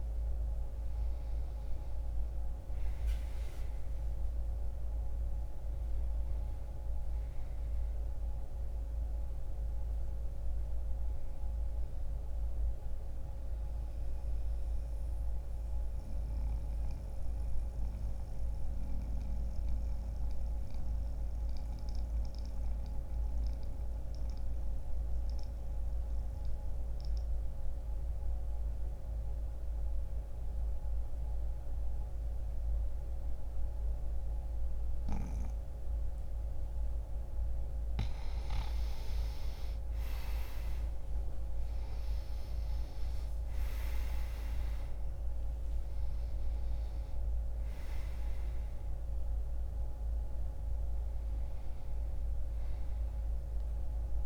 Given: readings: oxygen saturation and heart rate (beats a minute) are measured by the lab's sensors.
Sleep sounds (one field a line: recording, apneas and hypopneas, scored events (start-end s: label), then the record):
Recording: breathing in sleep, hard to hear, by a room microphone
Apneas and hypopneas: 1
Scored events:
0.00-29.00 s: oxygen desaturation (device-marked, oxygen 87% lowest, heart rate 32 extreme)
13.00-36.50 s: mixed apnea (oxygen 96% before, 87% lowest, heart rate 61 before, 32 extreme, up 0 after)
39.00-43.50 s: arousal
41.00-46.00 s: oxygen desaturation (device-marked, oxygen 97% before, 92% lowest, heart rate 64 before, 32 extreme)
From the record:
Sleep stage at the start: N2 (light sleep)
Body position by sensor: on the back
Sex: male